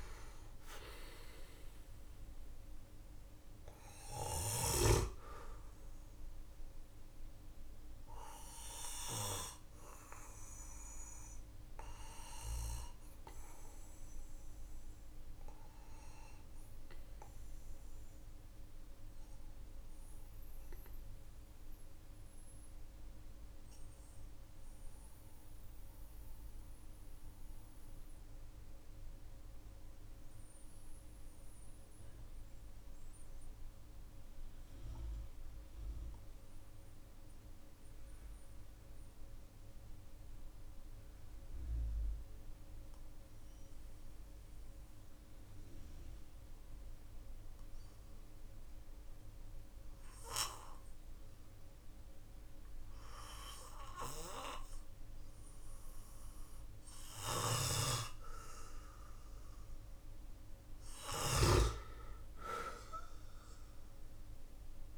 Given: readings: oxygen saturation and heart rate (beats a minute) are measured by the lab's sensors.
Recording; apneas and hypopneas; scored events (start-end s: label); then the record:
breathing in sleep by a room microphone; 1
11.50-33.50 s: oxygen desaturation (device-marked, oxygen 95% before, 92% lowest, heart rate 50 before, 42 extreme)
18.50-59.50 s: mixed apnea (oxygen 96% before, 91% lowest, heart rate 49 before, 43 extreme)
56.50-64.98 s: snoring (device-marked)
61.50-64.98 s: arousal
From the record:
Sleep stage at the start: N2 (light sleep); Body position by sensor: on the back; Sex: male